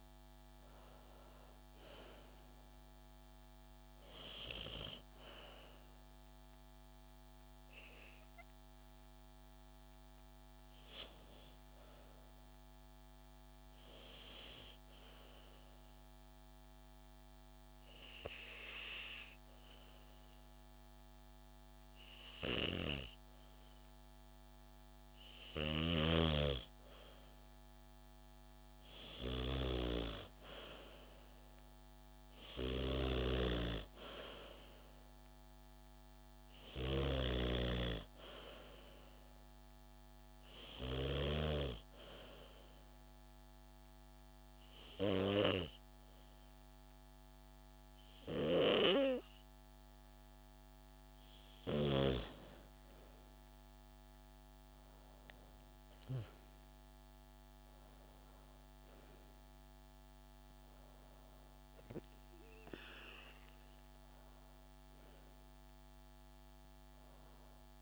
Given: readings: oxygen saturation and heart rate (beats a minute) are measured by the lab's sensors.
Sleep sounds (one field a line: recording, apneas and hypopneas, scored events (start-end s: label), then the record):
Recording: breathing in sleep by a microphone on the trachea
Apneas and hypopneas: 2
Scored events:
14.00-25.00 s: obstructive apnea (oxygen 98% before, 95% lowest, heart rate 66 before, 61 extreme, up 4 after)
25.00-40.50 s: snoring (device-marked)
27.50-31.00 s: arousal
40.50-50.50 s: obstructive apnea (oxygen 97% before, 95% lowest, heart rate 64 before, 66 extreme, up 6 after)
52.50-56.50 s: arousal
From the record:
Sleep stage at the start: N2 (light sleep)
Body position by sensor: on the back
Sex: female